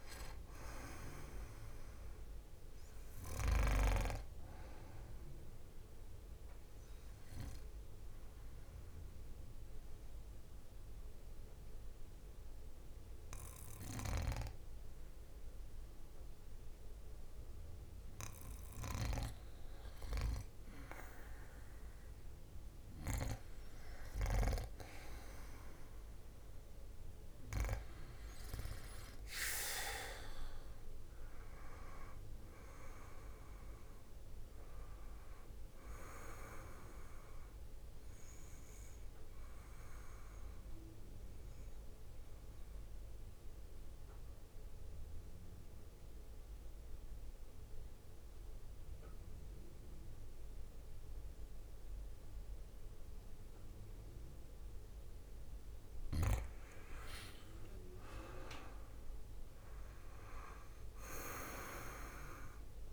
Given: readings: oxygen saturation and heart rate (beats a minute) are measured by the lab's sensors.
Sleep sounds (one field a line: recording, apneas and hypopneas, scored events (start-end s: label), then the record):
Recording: breathing in sleep by a room microphone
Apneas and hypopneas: 2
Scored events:
0.00-11.00 s: oxygen desaturation (device-marked, oxygen 93% lowest, heart rate 58 extreme)
6.00-19.00 s: obstructive apnea (oxygen 96% before, 92% lowest, heart rate 62 before, 58 extreme, up 5 after)
25.50-29.00 s: arousal
43.00-56.50 s: mixed apnea (oxygen 96% before, 92% lowest, heart rate 65 before, 53 extreme, up 12 after)
58.00-61.00 s: arousal
From the record:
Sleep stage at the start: N2 (light sleep)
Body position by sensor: on the back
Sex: male